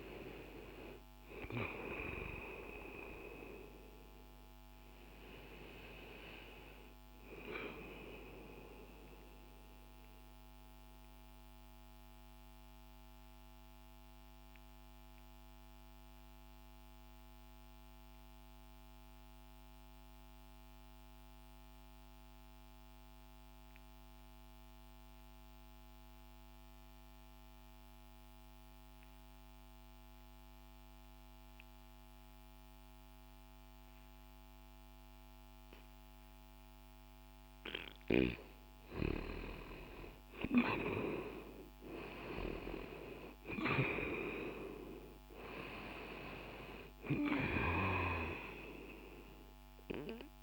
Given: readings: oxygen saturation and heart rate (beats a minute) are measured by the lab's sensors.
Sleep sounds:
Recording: breathing in sleep by a microphone on the trachea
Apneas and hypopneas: 1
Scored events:
0.00-14.00 s: oxygen desaturation (device-marked, oxygen 91% lowest, heart rate 60 extreme)
9.00-37.50 s: mixed apnea (oxygen 96% before, 83% lowest, heart rate 60 before, 60 extreme, up 0 after)
24.00-33.00 s: oxygen desaturation (device-marked, oxygen 92% before, 83% lowest, heart rate 60 before, 60 extreme)
39.50-44.00 s: arousal
From the record:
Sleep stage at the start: N2 (light sleep)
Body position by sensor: on the left side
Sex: male

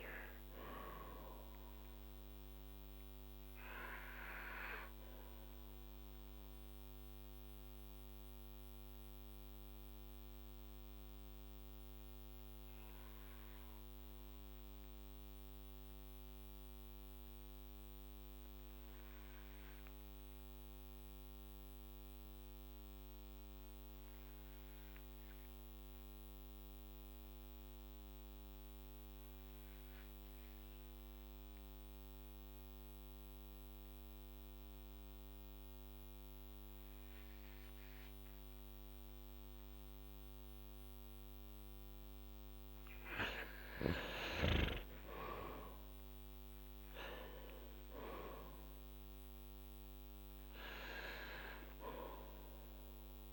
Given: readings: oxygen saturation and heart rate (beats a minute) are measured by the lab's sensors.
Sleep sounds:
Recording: breathing in sleep by a microphone on the trachea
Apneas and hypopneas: 1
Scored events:
4.00-39.50 s: obstructive apnea (oxygen 96% before, 90% lowest, heart rate 56 before, 43 extreme, up 3 after)
43.00-48.00 s: arousal
From the record:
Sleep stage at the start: N2 (light sleep)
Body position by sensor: on the back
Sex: male

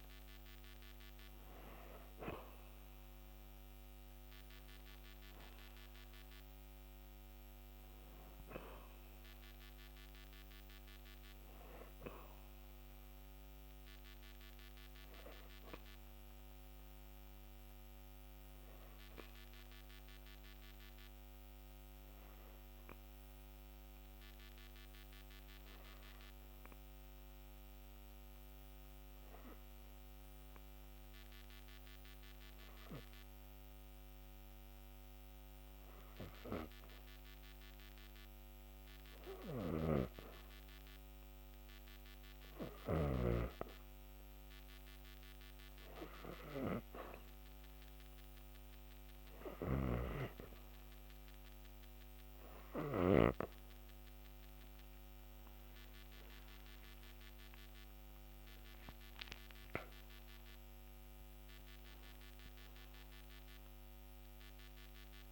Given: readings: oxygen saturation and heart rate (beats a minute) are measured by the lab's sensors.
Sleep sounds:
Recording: breathing in sleep by a microphone on the trachea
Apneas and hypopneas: 1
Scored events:
0.00-15.00 s: oxygen desaturation (device-marked, oxygen 96% before, 93% lowest)
12.50-16.50 s: arousal
17.00-29.00 s: oxygen desaturation (device-marked, oxygen 97% before, 93% lowest)
19.00-42.50 s: obstructive apnea (oxygen 97% before, 93% lowest)
43.50-46.50 s: arousal
49.00-63.00 s: oxygen desaturation (device-marked, oxygen 97% before, 93% lowest)
From the record:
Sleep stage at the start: N2 (light sleep)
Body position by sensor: on the back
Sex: female

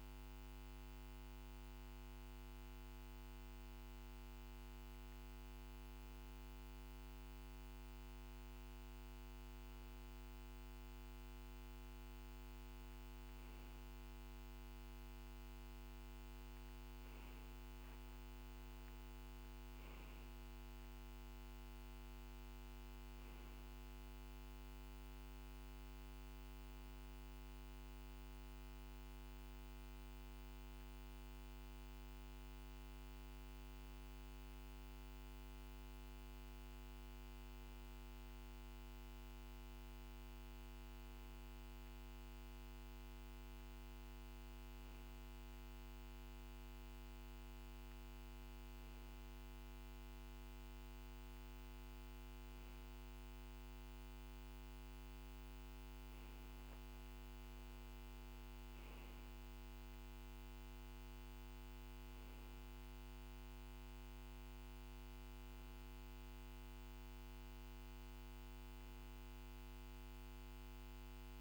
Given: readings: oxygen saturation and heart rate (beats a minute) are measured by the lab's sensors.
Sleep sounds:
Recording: breathing in sleep, hard to hear, by a microphone on the trachea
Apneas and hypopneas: none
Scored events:
none scored
From the record:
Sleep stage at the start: N2 (light sleep)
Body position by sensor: on the back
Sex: male

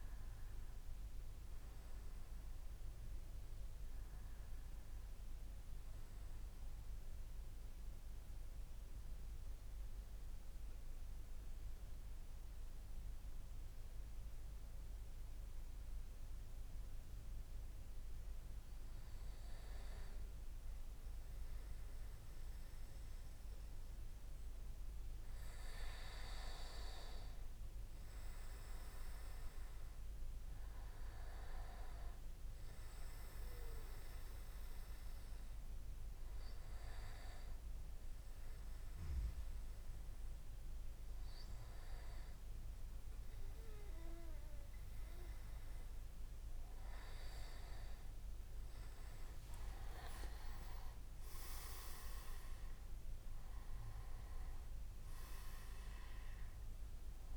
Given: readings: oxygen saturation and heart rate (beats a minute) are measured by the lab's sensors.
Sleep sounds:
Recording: breathing in sleep by a room microphone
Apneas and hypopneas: 2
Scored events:
6.50-25.00 s: mixed apnea (oxygen 97% before, 95% lowest)
27.50-31.00 s: arousal
37.00-49.00 s: hypopnea (oxygen 98% before, 95% lowest)
51.00-55.00 s: arousal
From the record:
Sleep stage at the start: N2 (light sleep)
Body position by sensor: on the back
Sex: male

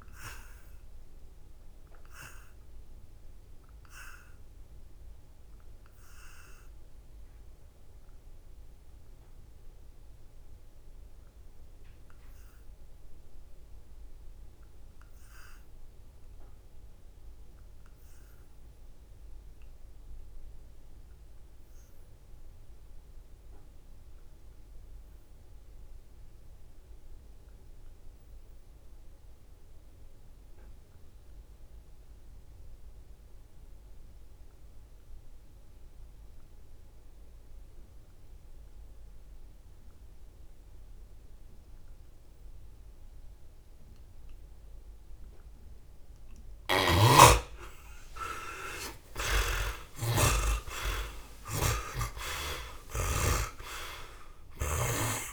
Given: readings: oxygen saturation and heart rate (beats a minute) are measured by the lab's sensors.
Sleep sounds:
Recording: breathing in sleep by a room microphone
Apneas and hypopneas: 1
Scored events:
0.00-20.50 s: oxygen desaturation (device-marked, oxygen 57% lowest, heart rate 64 extreme)
0.50-43.50 s: obstructive apnea (oxygen 95% before, 49% lowest, heart rate 74 before, 60 extreme, up 7 after)
35.50-55.32 s: oxygen desaturation (device-marked, oxygen 74% before, 49% lowest, heart rate 68 before, 60 extreme)
47.00-51.00 s: arousal
51.00-54.50 s: snoring (device-marked)
From the record:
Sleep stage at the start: N2 (light sleep)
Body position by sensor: on the back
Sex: male

